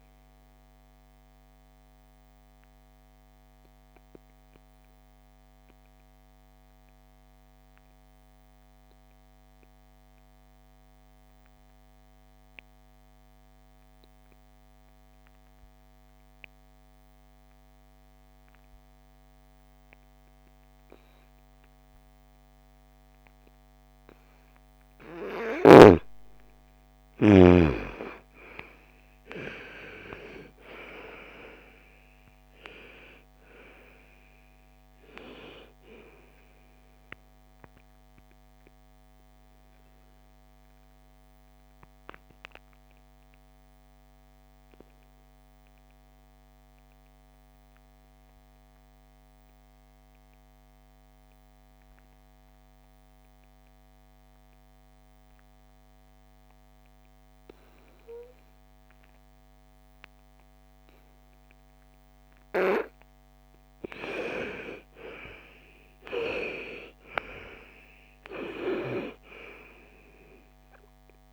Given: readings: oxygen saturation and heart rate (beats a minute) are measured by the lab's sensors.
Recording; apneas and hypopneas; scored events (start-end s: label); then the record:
breathing in sleep by a microphone on the trachea; 2
0.00-10.50 s: oxygen desaturation (device-marked, oxygen 86% lowest, heart rate 49 extreme)
2.00-24.50 s: obstructive apnea (oxygen 99% before, 80% lowest, heart rate 64 before, 49 extreme, up 4 after)
19.50-52.50 s: oxygen desaturation (device-marked, oxygen 99% before, 80% lowest, heart rate 59 before, 45 extreme)
27.50-31.00 s: arousal
39.50-62.00 s: obstructive apnea (oxygen 99% before, 80% lowest, heart rate 61 before, 45 extreme, up 12 after)
61.50-71.33 s: oxygen desaturation (device-marked, oxygen 98% before, 82% lowest, heart rate 55 before, 52 extreme)
63.50-67.50 s: arousal
From the record:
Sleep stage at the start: N2 (light sleep); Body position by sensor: on the right side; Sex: female